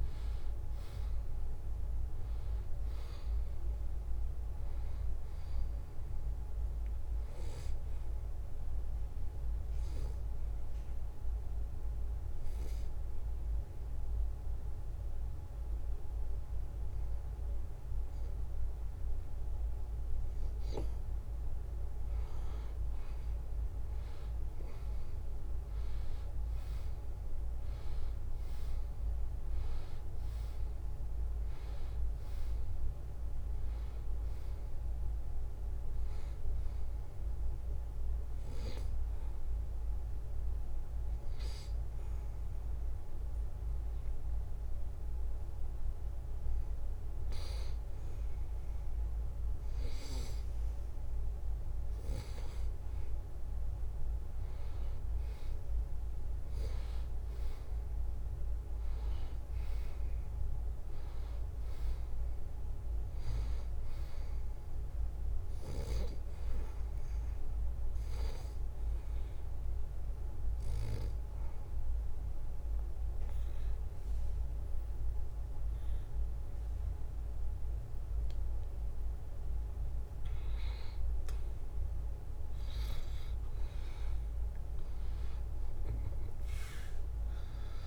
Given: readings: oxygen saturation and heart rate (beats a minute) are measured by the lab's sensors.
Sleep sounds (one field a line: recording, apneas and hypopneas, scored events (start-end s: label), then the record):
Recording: breathing in sleep, hard to hear, by a room microphone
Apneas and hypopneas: 3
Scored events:
0.00-14.50 s: oxygen desaturation (device-marked, oxygen 90% lowest, heart rate 72 extreme)
9.00-22.00 s: obstructive apnea (oxygen 94% before, 89% lowest, heart rate 74 before, 72 extreme, up 3 after)
24.50-29.00 s: arousal
31.50-45.50 s: oxygen desaturation (device-marked, oxygen 95% before, 89% lowest, heart rate 73 before, 71 extreme)
38.50-52.00 s: obstructive apnea (oxygen 95% before, 90% lowest, heart rate 74 before, 71 extreme, up 2 after)
55.50-59.50 s: arousal
61.50-78.50 s: oxygen desaturation (device-marked, oxygen 95% before, 91% lowest, heart rate 72 before, 72 extreme)
70.50-81.00 s: obstructive apnea (oxygen 95% before, 91% lowest, heart rate 74 before, 72 extreme, up 1 after)
From the record:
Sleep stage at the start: N2 (light sleep)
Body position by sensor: on the back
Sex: male